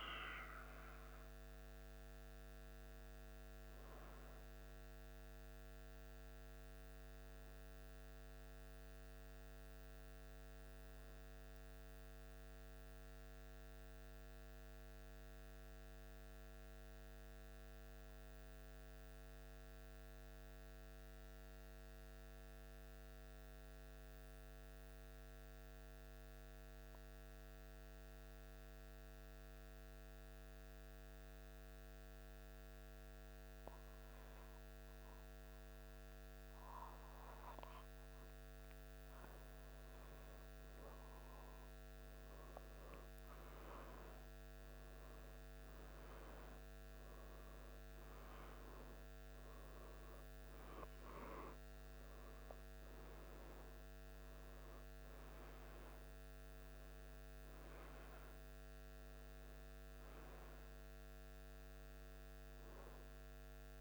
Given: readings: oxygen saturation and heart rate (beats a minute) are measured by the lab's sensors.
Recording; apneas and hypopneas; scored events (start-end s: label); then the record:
breathing in sleep, hard to hear, by a microphone on the trachea; 1
0.00-2.00 s: arousal
10.00-37.00 s: central apnea (oxygen 98% before, 93% lowest, heart rate 75 before, 74 extreme, up 1 after)
34.50-41.50 s: oxygen desaturation (device-marked, oxygen 97% before, 94% lowest, heart rate 76 before, 75 extreme)
41.50-47.00 s: arousal
From the record:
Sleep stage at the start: N2 (light sleep); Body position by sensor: on the back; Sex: male